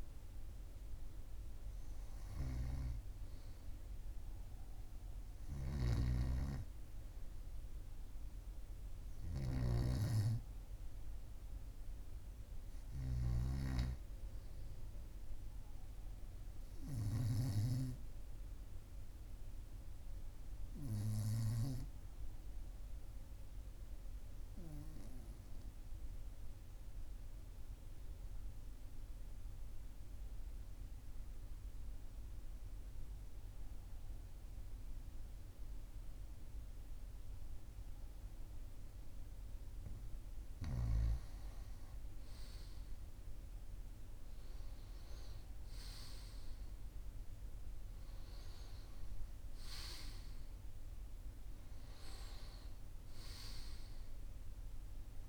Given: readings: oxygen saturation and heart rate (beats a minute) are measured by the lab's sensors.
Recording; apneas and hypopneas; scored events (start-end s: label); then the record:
breathing in sleep by a room microphone; 1
5.00-9.50 s: snoring (device-marked)
23.50-39.00 s: obstructive apnea (oxygen 97% before, 94% lowest, heart rate 42 before, 42 extreme, up 2 after)
40.50-45.00 s: arousal
From the record:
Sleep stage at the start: N2 (light sleep); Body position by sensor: on the right side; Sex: male